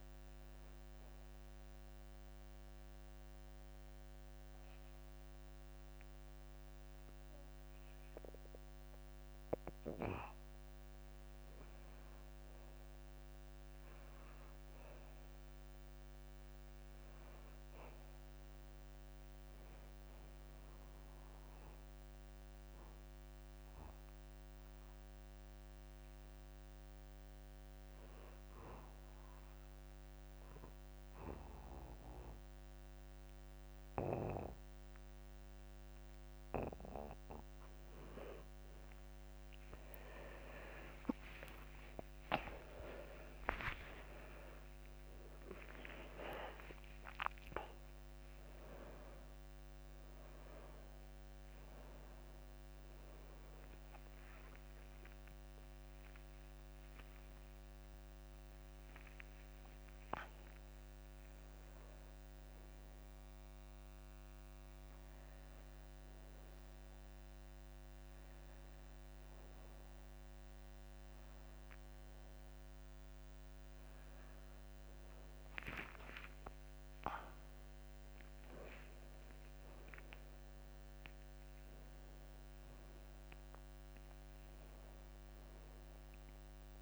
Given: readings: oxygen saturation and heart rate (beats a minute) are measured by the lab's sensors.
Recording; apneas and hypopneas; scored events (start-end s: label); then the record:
a person awake in a sleep study, by a microphone on the trachea; 2
2.50-12.50 s: central apnea (oxygen 97% before, 90% lowest, heart rate 59 before, 56 extreme, up 3 after)
14.50-18.00 s: arousal
23.00-38.00 s: hypopnea (oxygen 97% before, 90% lowest, heart rate 57 before, 50 extreme, up 39 after)
29.50-86.82 s: new sleep stage, awake
40.50-42.50 s: long interval between heartbeats (device-marked, heart rate 58 before, 71 extreme)
44.50-46.50 s: long interval between heartbeats (device-marked, heart rate 60 before, 89 extreme)
47.00-49.00 s: long interval between heartbeats (device-marked, heart rate 64 before, 94 extreme)
55.50-57.50 s: long interval between heartbeats (device-marked, heart rate 70 before, 61 extreme)
63.50-77.50 s: oxygen desaturation (device-marked, oxygen 93% before, 90% lowest, heart rate 74 before, 35 extreme)
76.50-78.50 s: long interval between heartbeats (device-marked, heart rate 68 before, 77 extreme)
79.00-81.00 s: long interval between heartbeats (device-marked, heart rate 69 before, 86 extreme)
84.50-86.50 s: long interval between heartbeats (device-marked, heart rate 70 before, 57 extreme)
From the record:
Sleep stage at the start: N2 (light sleep); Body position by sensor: on the back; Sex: male